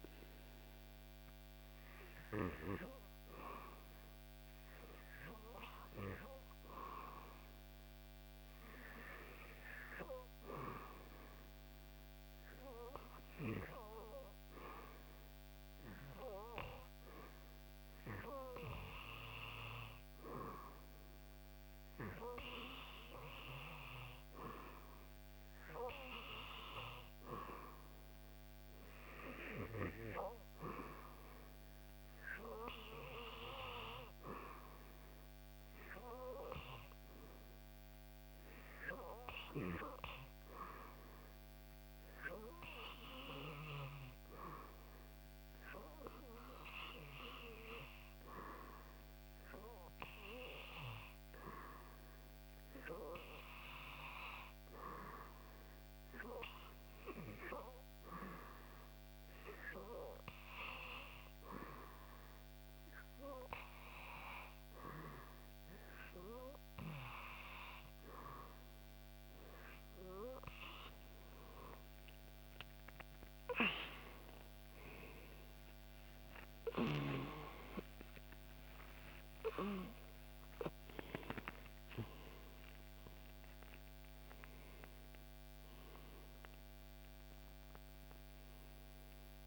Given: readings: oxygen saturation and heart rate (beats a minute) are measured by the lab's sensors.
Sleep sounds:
breathing in sleep by a microphone on the trachea; 1
0.00-13.50 s: oxygen desaturation (device-marked, oxygen 92% lowest, heart rate 68 extreme)
10.50-20.50 s: obstructive apnea (oxygen 97% before, 89% lowest, heart rate 74 before, 77 extreme, up 2 after)
22.50-40.50 s: oxygen desaturation (device-marked, oxygen 95% before, 89% lowest, heart rate 75 before, 79 extreme)
23.00-26.00 s: arousal
75.50-81.00 s: arousal
From the record:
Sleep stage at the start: N2 (light sleep); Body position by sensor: on the back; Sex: male

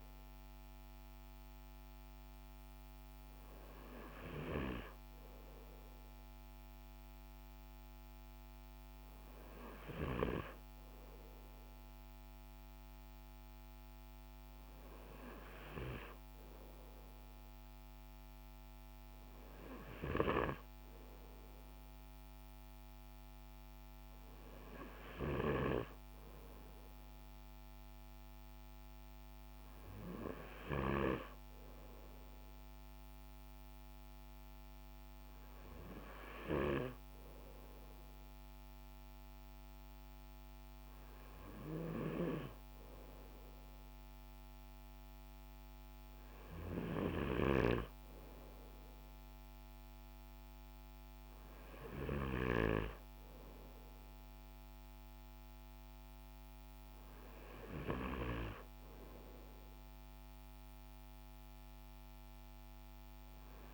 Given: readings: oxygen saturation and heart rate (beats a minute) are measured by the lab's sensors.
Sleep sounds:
breathing in sleep by a microphone on the trachea; none
46.50-58.00 s: snoring (device-marked)
From the record:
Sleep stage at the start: N2 (light sleep); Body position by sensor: on the front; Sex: male

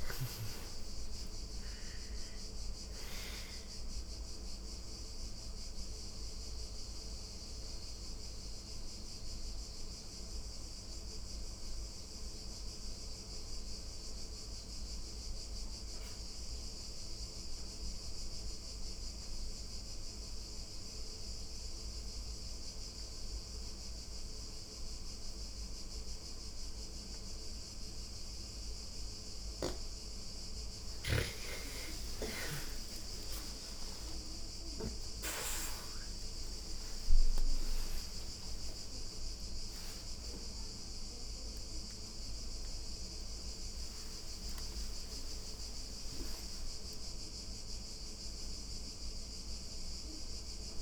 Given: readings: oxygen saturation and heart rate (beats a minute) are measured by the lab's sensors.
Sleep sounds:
breathing in sleep by a room microphone; 1
0.00-17.00 s: oxygen desaturation (device-marked, oxygen 99% before, 89% lowest, heart rate 135 before, 88 extreme)
2.50-29.00 s: obstructive apnea (oxygen 99% before, 84% lowest, heart rate 147 before, 88 extreme, up 15 after)
26.00-50.82 s: oxygen desaturation (device-marked, oxygen 99% before, 84% lowest, heart rate 144 before, 29 extreme)
31.50-37.00 s: arousal
43.00-50.82 s: new sleep stage, REM sleep
From the record:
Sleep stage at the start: N2 (light sleep); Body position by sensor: on the back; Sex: female

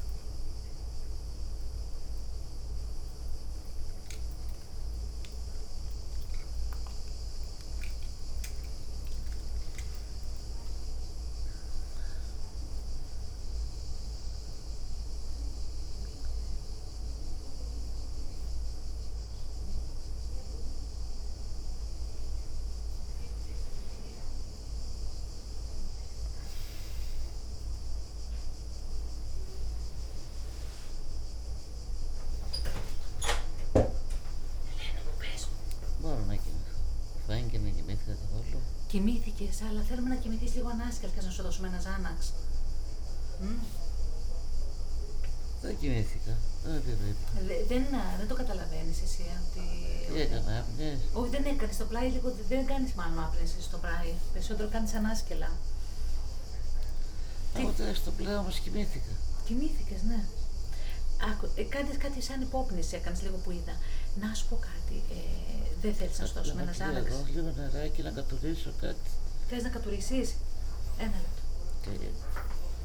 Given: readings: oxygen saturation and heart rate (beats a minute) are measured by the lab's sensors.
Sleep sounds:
a person awake in a sleep study, by a room microphone; none
4.00-6.50 s: leg movement (device-marked)
8.00-14.00 s: leg movement (device-marked)
30.00-31.50 s: leg movement (device-marked)
56.00-62.50 s: leg movement (device-marked)
63.00-70.00 s: leg movement (device-marked)
70.50-72.85 s: leg movement (device-marked)
From the record:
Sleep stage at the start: awake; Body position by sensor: on the back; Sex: female

